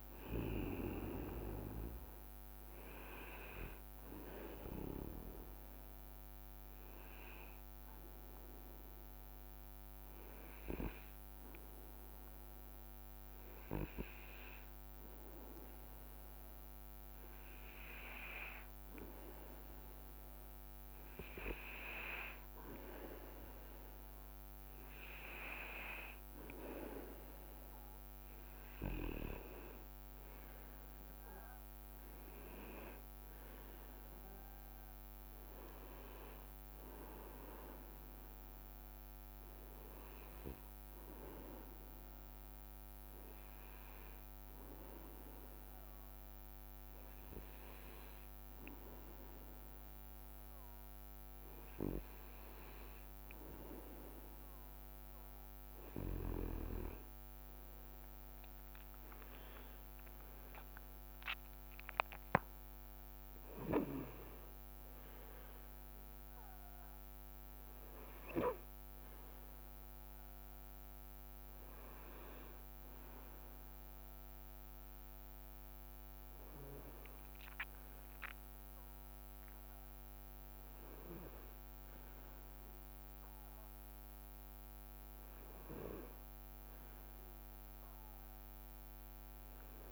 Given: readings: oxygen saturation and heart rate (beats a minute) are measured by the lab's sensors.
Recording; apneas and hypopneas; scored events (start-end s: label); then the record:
breathing in sleep by a microphone on the trachea; 2
7.00-18.00 s: hypopnea (oxygen 97% before, 95% lowest, heart rate 66 before, 62 extreme, up 1 after)
20.50-24.50 s: arousal
39.00-52.50 s: hypopnea (oxygen 97% before, 96% lowest, heart rate 64 before, 61 extreme, up 7 after)
57.50-60.00 s: leg movement (device-marked)
57.50-61.00 s: arousal
From the record:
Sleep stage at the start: N2 (light sleep); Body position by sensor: on the back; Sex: male